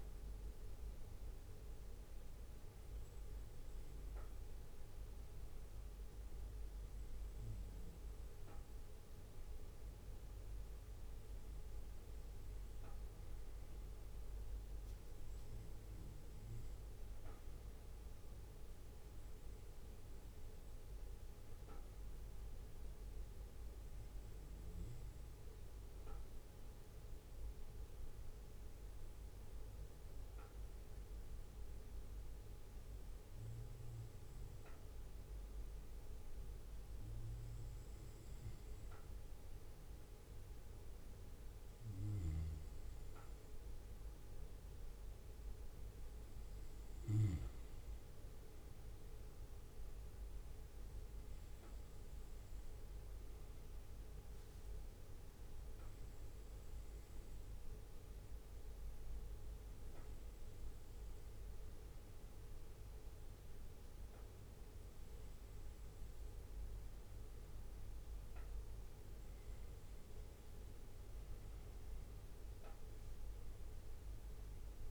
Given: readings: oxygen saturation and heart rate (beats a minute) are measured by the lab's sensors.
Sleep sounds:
breathing in sleep, hard to hear, by a room microphone; 2
0.00-12.00 s: bradycardia (device-marked, heart rate 57 extreme)
16.00-26.00 s: bradycardia (device-marked, heart rate 59 before, 57 extreme)
23.50-37.00 s: hypopnea (oxygen 97% before, 95% lowest, heart rate 58 before, 58 extreme, up 1 after)
28.00-35.00 s: bradycardia (device-marked, heart rate 59 before, 59 extreme)
37.00-57.00 s: bradycardia (device-marked, heart rate 59 before, 58 extreme)
37.50-41.50 s: arousal
55.50-68.00 s: hypopnea (oxygen 96% before, 95% lowest, heart rate 59 before, 57 extreme, up 2 after)
58.00-74.91 s: bradycardia (device-marked, heart rate 59 before, 57 extreme)
70.00-74.00 s: arousal
From the record:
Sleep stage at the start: N2 (light sleep); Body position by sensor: on the back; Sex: male

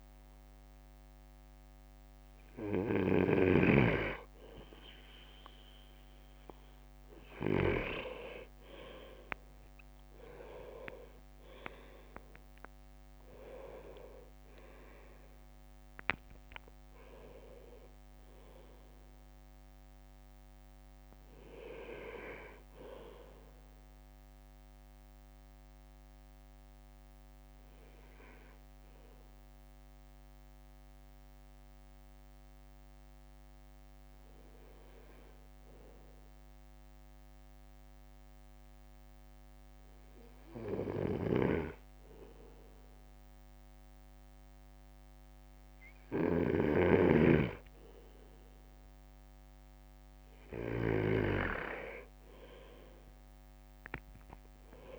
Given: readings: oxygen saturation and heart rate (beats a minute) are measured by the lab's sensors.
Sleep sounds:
breathing in sleep by a microphone on the trachea; 1
0.00-8.00 s: snoring (device-marked)
13.00-15.00 s: leg movement (device-marked)
20.00-23.50 s: arousal
27.00-47.50 s: obstructive apnea (oxygen 98% before, 97% lowest)
41.00-51.00 s: snoring (device-marked)
53.00-54.99 s: arousal
From the record:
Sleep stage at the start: N2 (light sleep); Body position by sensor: on the right side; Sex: male

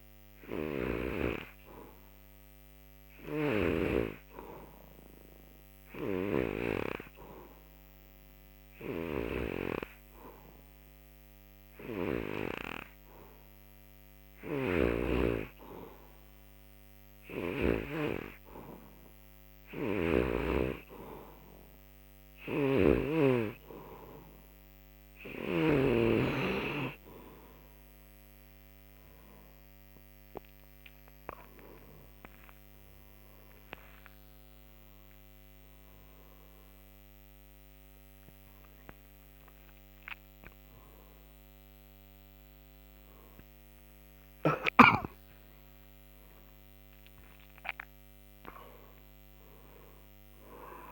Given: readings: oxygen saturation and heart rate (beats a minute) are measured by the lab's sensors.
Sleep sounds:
breathing in sleep by a microphone on the trachea; none
0.00-1.00 s: snoring (device-marked)
3.00-9.50 s: snoring (device-marked)
9.00-18.00 s: oxygen desaturation (device-marked, oxygen 91% before, 88% lowest, heart rate 68 before, 71 extreme)
14.00-17.50 s: snoring (device-marked)
22.00-25.50 s: snoring (device-marked)
35.00-40.00 s: arousal
From the record:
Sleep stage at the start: N3 (deep sleep); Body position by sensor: on the back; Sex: male

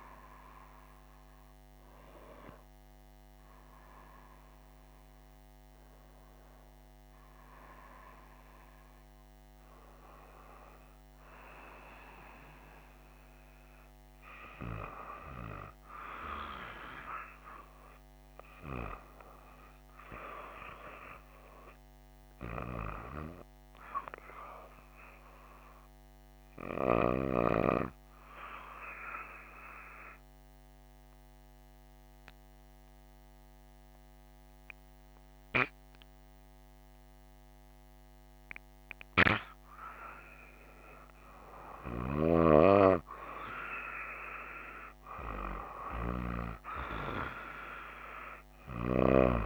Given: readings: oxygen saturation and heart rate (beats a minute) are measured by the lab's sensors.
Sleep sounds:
breathing in sleep by a microphone on the trachea; 1
30.50-41.50 s: obstructive apnea (oxygen 97% before, 94% lowest, heart rate 65 before, 61 extreme, up 6 after)
40.00-49.46 s: oxygen desaturation (device-marked, oxygen 97% before, 94% lowest, heart rate 64 before, 61 extreme)
44.00-48.50 s: arousal
From the record:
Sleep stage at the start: N2 (light sleep); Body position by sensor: on the right side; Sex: female

